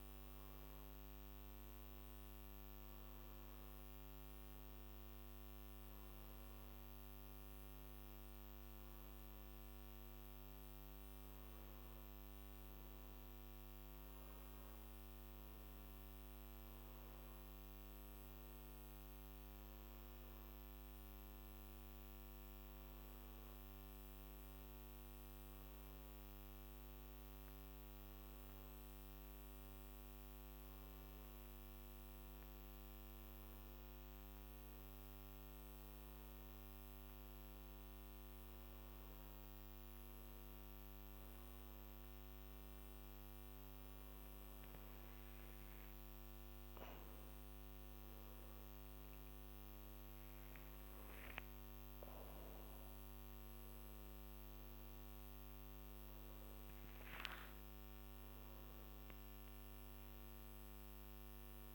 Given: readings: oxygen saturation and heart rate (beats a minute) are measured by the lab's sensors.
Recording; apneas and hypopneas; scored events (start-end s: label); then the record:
breathing in sleep, hard to hear, by a microphone on the trachea; none
none scored
From the record:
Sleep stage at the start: N1 (lightest sleep); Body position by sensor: on the back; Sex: male